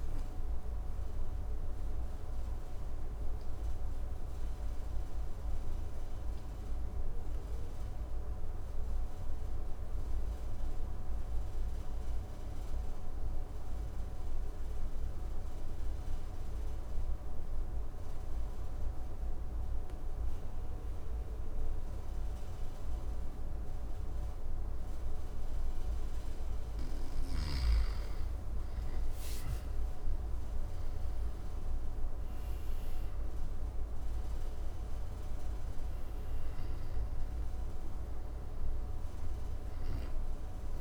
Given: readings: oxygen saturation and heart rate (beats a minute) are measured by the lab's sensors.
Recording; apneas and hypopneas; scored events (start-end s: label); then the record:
breathing in sleep, hard to hear, by a room microphone; 1
1.00-24.50 s: obstructive apnea (oxygen 100% before, 95% lowest, heart rate 59 before, 54 extreme, up 11 after)
22.00-40.81 s: oxygen desaturation (device-marked, oxygen 98% before, 95% lowest, heart rate 56 before, 53 extreme)
27.50-33.00 s: arousal
From the record:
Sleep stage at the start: N2 (light sleep); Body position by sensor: on the back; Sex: male